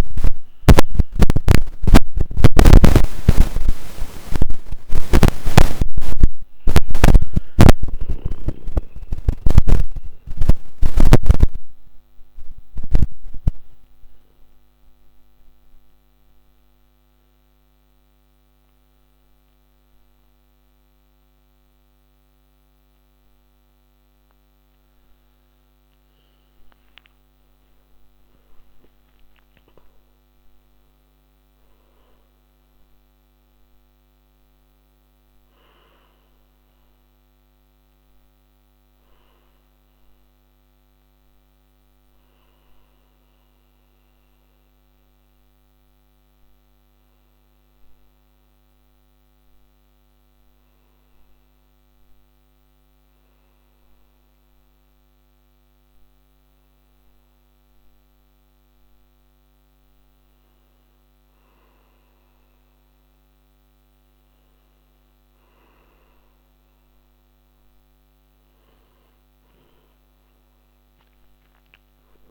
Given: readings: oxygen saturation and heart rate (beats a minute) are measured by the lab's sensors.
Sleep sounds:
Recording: breathing in sleep by a microphone on the trachea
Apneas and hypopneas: 2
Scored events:
3.50-8.00 s: arousal
10.50-25.50 s: obstructive apnea (oxygen 96% before, 96% lowest)
28.50-32.50 s: arousal
43.50-60.50 s: hypopnea (oxygen 98% before, 96% lowest, heart rate 150 before, 74 extreme, up 33 after)
63.50-67.50 s: arousal
From the record:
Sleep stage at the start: N1 (lightest sleep)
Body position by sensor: on the back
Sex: male

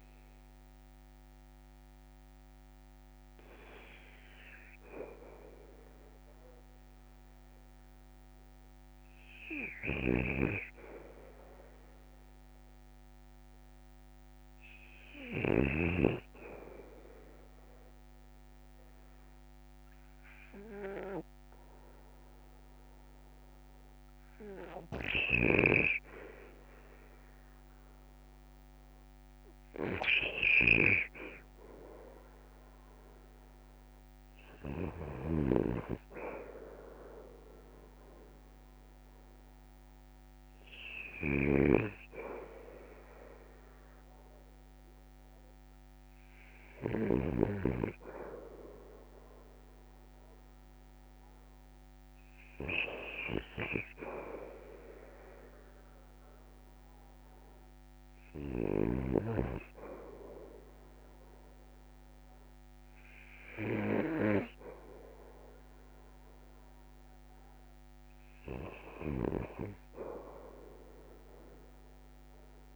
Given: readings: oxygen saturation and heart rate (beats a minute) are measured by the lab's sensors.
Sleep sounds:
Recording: breathing in sleep by a microphone on the trachea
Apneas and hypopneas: 1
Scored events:
10.00-16.00 s: snoring (device-marked)
13.00-26.00 s: hypopnea (oxygen 95% before, 93% lowest, heart rate 62 before, 58 extreme, up 2 after)
25.00-35.50 s: snoring (device-marked)
30.50-34.50 s: arousal
41.50-47.50 s: snoring (device-marked)
67.50-71.00 s: arousal
From the record:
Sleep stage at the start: REM sleep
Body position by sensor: on the back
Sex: male

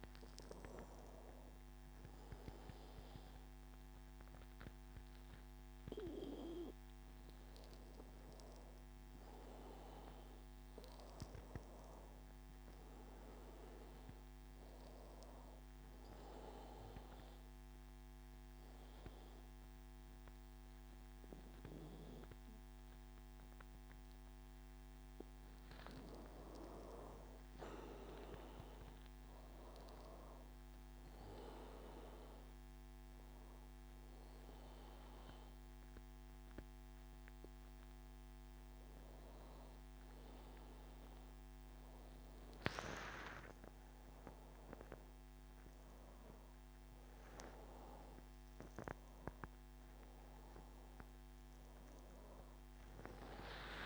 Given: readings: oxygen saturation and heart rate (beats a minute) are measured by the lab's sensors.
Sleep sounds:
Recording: breathing in sleep by a microphone on the trachea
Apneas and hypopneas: 1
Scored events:
16.50-26.50 s: obstructive apnea (oxygen 95% before, 92% lowest, heart rate 91 before, 89 extreme, up 6 after)
39.50-53.86 s: new sleep stage, N1 (lightest sleep)
45.00-49.50 s: arousal
From the record:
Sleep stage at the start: N2 (light sleep)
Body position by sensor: on the back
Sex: male

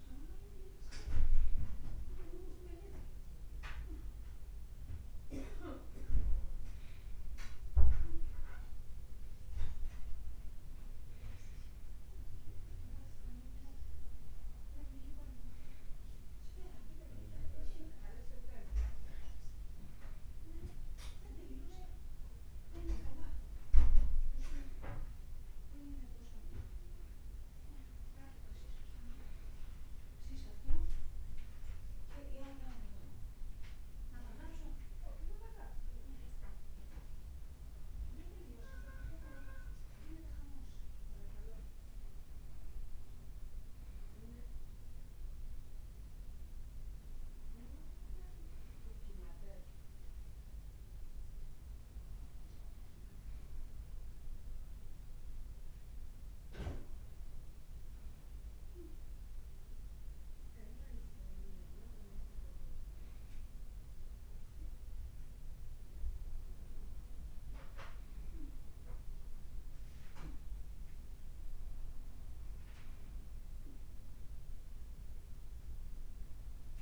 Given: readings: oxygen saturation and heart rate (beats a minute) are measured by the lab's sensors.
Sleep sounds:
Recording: breathing in sleep by a room microphone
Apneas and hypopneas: none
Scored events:
4.00-9.00 s: arousal
11.00-15.00 s: leg movement (device-marked)
24.00-34.00 s: leg movement (device-marked)
34.50-42.00 s: leg movement (device-marked)
44.00-54.00 s: leg movement (device-marked)
63.50-65.50 s: leg movement (device-marked)
From the record:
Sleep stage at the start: N2 (light sleep)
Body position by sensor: on the right side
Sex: male

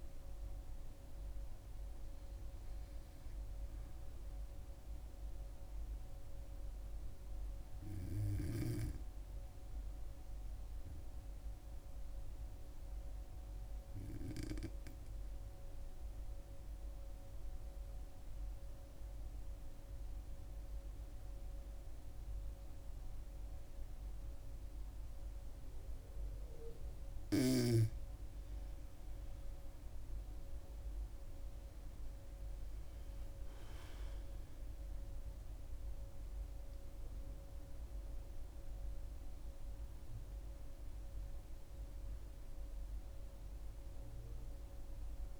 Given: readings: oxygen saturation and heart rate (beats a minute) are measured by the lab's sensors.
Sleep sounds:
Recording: breathing in sleep by a room microphone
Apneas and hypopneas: 1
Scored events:
0.00-9.00 s: oxygen desaturation (device-marked, oxygen 94% lowest, heart rate 65 extreme)
10.00-13.00 s: arousal
16.50-28.00 s: obstructive apnea (oxygen 99% before, 93% lowest, heart rate 68 before, 65 extreme, up 6 after)
30.00-33.50 s: arousal
34.00-45.40 s: oxygen desaturation (device-marked, oxygen 97% before, 93% lowest, heart rate 67 before, 66 extreme)
From the record:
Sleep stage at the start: N2 (light sleep)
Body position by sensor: on the back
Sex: female

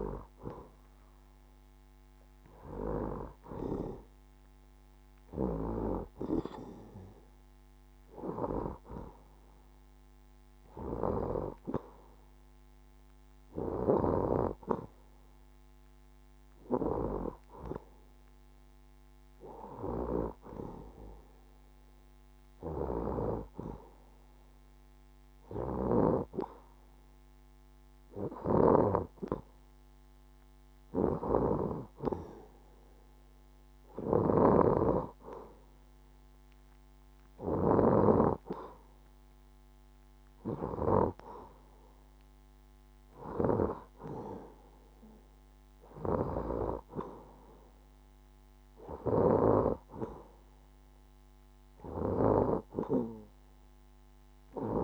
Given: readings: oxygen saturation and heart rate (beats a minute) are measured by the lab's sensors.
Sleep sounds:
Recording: breathing in sleep by a microphone on the trachea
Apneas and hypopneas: none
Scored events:
none scored
From the record:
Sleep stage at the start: N2 (light sleep)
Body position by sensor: on the left side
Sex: female

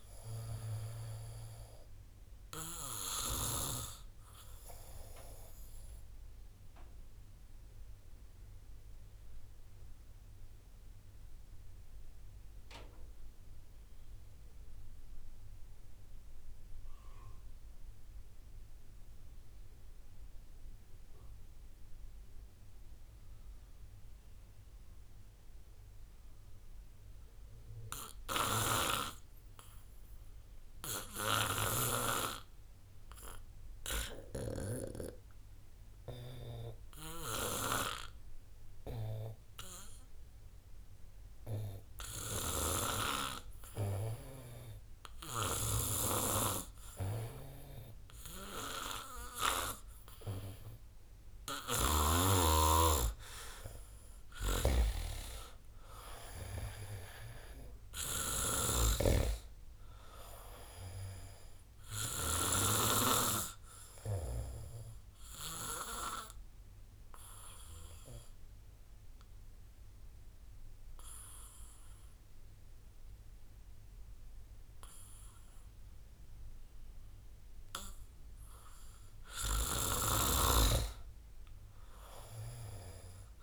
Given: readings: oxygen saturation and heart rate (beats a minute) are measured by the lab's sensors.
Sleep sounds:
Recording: breathing in sleep by a room microphone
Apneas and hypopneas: 2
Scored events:
0.00-8.50 s: oxygen desaturation (device-marked, oxygen 78% lowest, heart rate 58 extreme)
5.50-36.50 s: obstructive apnea (oxygen 82% before, 80% lowest, heart rate 67 before, 58 extreme, up 5 after)
29.50-52.50 s: oxygen desaturation (device-marked, oxygen 97% before, 85% lowest, heart rate 74 before, 58 extreme)
39.50-43.50 s: arousal
54.50-59.00 s: snoring (device-marked)
64.00-79.00 s: obstructive apnea (oxygen 93% before, 88% lowest, heart rate 72 before, 74 extreme, up 7 after)
80.00-83.43 s: snoring (device-marked)
81.50-83.43 s: arousal
From the record:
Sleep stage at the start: REM sleep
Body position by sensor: on the back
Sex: male

